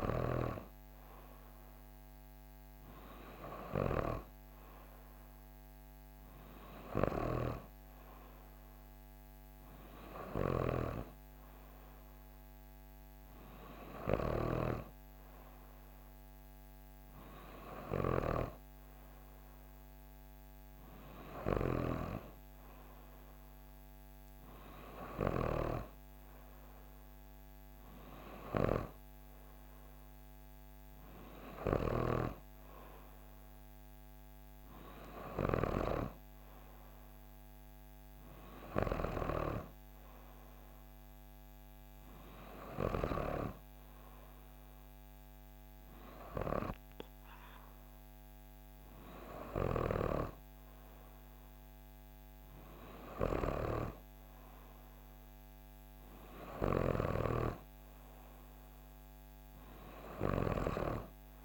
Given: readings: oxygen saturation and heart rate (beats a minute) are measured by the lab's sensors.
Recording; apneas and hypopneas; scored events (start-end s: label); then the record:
breathing in sleep by a microphone on the trachea; none
none scored
From the record:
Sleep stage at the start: N3 (deep sleep); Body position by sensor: on the back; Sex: female